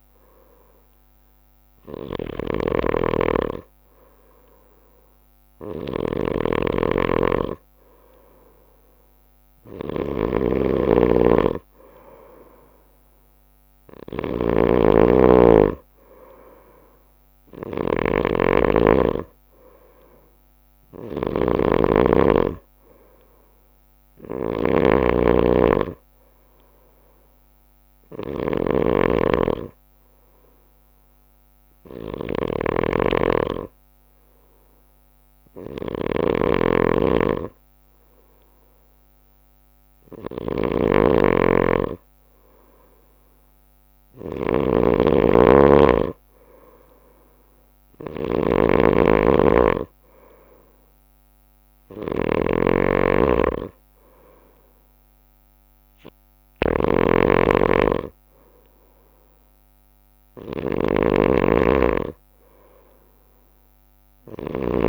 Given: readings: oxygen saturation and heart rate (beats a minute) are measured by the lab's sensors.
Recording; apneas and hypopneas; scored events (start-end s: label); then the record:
breathing in sleep by a microphone on the trachea; none
0.00-17.00 s: bradycardia (device-marked, heart rate 54 extreme)
0.00-64.89 s: snoring (device-marked)
20.00-39.00 s: bradycardia (device-marked, heart rate 57 before, 54 extreme)
45.00-48.00 s: bradycardia (device-marked, heart rate 57 before, 61 extreme)
55.00-64.89 s: bradycardia (device-marked, heart rate 57 before, 53 extreme)
From the record:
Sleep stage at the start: N2 (light sleep); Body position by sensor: on the right side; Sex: male